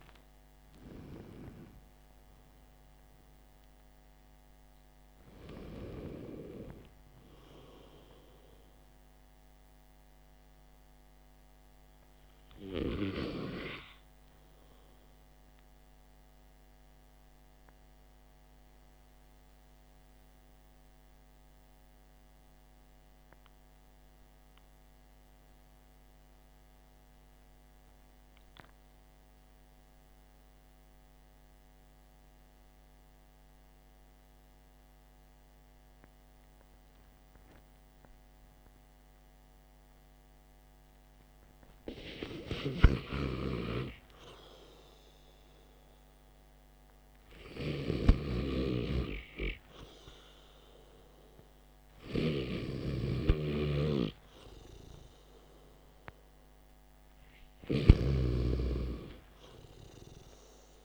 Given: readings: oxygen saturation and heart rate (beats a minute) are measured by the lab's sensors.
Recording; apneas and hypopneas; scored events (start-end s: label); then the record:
breathing in sleep by a microphone on the trachea; 1
0.00-11.00 s: oxygen desaturation (device-marked, oxygen 92% lowest, heart rate 58 extreme)
17.00-40.50 s: central apnea (oxygen 96% before, 91% lowest, heart rate 65 before, 54 extreme, up 0 after)
43.00-46.00 s: arousal
47.00-59.00 s: oxygen desaturation (device-marked, oxygen 98% before, 93% lowest, heart rate 64 before, 50 extreme)
From the record:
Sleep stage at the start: N2 (light sleep); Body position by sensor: on the back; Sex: male